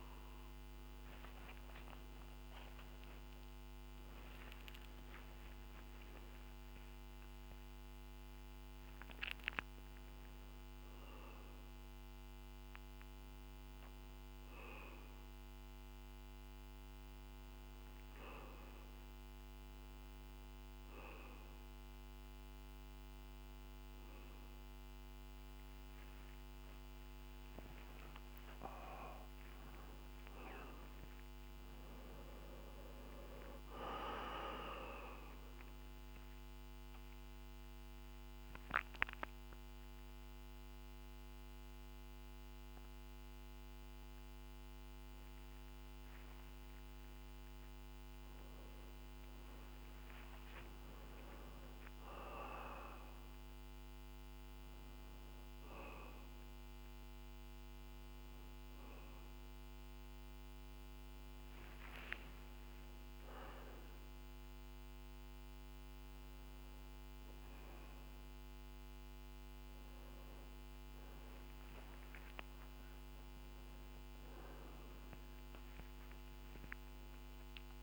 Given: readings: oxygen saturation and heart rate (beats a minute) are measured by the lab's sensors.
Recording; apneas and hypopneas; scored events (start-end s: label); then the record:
a person awake in a sleep study, by a microphone on the trachea; none
none scored
From the record:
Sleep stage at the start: awake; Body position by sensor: on the back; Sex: male